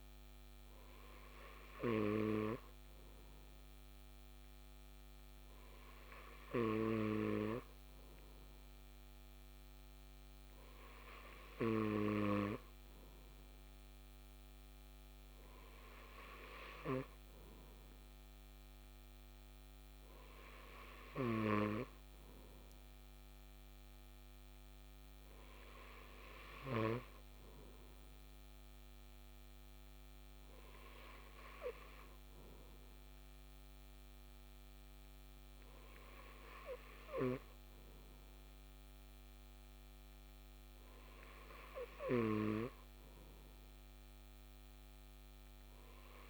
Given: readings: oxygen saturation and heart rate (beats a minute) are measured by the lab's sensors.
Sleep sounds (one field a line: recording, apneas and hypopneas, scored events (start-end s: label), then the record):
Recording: breathing in sleep by a microphone on the trachea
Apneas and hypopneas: none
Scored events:
none scored
From the record:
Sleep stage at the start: N2 (light sleep)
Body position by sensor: on the left side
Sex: male